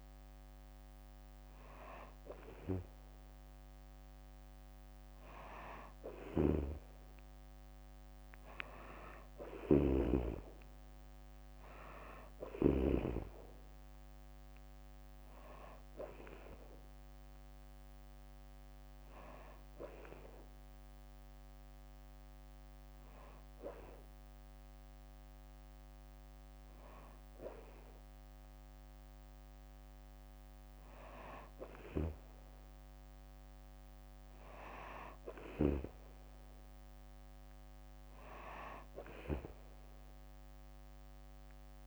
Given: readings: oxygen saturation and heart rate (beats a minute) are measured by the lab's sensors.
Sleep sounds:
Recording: breathing in sleep by a microphone on the trachea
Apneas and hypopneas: none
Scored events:
6.00-12.50 s: snoring (device-marked)
From the record:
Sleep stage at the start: N3 (deep sleep)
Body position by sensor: on the back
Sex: female

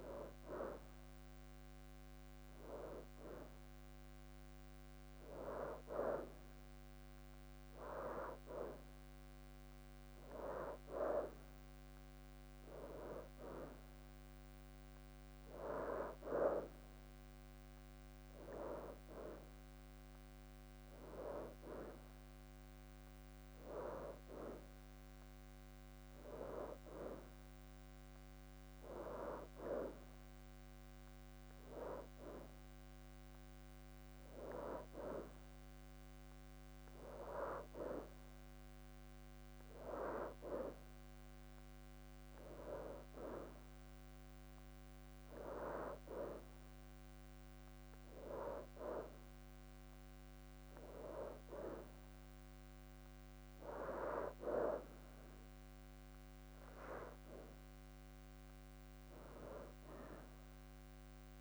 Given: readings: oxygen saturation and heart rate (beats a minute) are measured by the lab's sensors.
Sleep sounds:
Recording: breathing in sleep by a microphone on the trachea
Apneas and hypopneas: none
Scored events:
5.00-7.50 s: leg movement (device-marked)
From the record:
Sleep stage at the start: N2 (light sleep)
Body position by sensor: on the right side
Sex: female

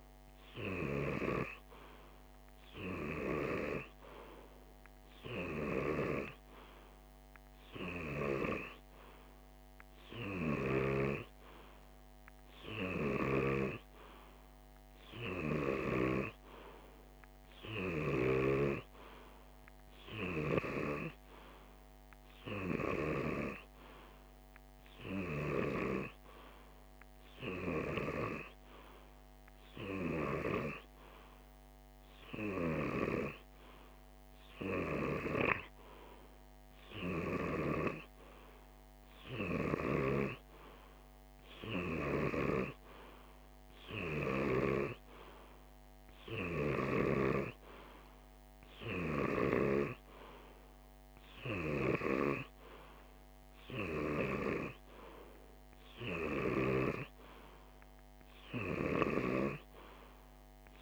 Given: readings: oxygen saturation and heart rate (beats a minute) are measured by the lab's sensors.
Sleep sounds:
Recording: breathing in sleep by a microphone on the trachea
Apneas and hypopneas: none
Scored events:
none scored
From the record:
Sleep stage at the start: N2 (light sleep)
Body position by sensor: on the left side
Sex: male

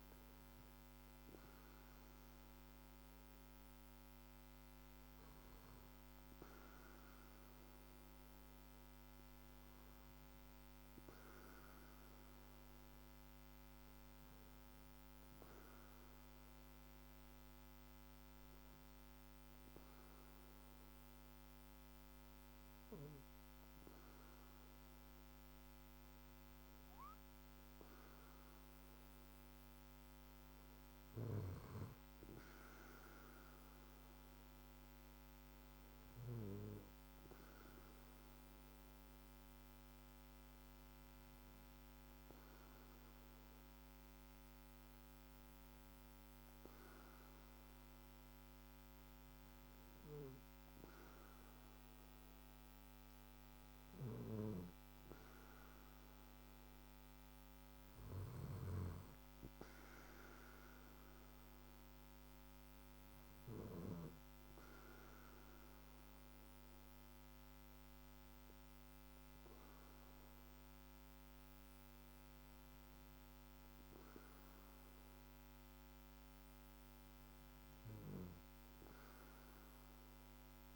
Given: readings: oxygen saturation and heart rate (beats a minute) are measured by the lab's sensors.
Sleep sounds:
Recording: breathing in sleep, hard to hear, by a microphone on the trachea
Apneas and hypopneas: none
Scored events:
58.50-64.00 s: arousal
From the record:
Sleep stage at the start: N2 (light sleep)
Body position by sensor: on the back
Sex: male

